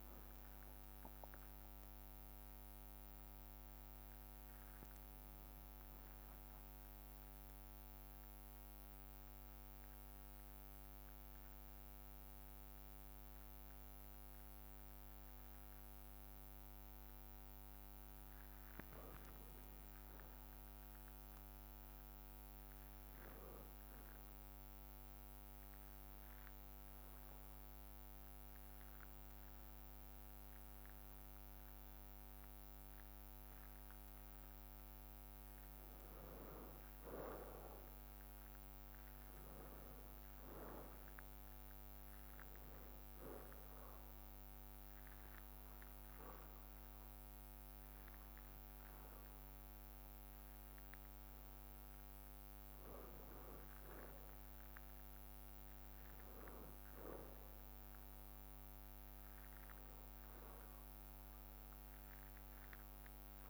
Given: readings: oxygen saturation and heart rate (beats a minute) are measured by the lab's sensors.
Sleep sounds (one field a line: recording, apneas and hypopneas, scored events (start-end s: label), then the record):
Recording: breathing in sleep, hard to hear, by a microphone on the trachea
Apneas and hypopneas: 3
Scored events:
6.50-17.00 s: central apnea (oxygen 95% before, 95% lowest, heart rate 62 before, 58 extreme, up 0 after)
10.50-63.50 s: new sleep stage, N2 (light sleep)
19.50-23.00 s: arousal
20.50-50.50 s: bradycardia (device-marked, heart rate 65 before, 58 extreme)
25.50-35.50 s: obstructive apnea (oxygen 99% before, 95% lowest, heart rate 61 before, 57 extreme, up 1 after)
38.50-42.00 s: arousal
45.00-55.00 s: obstructive apnea (oxygen 99% before, 94% lowest, heart rate 58 before, 51 extreme, up 2 after)
54.50-63.50 s: bradycardia (device-marked, heart rate 64 before, 51 extreme)
61.00-63.50 s: arousal
From the record:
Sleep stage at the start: N1 (lightest sleep)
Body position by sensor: on the back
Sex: male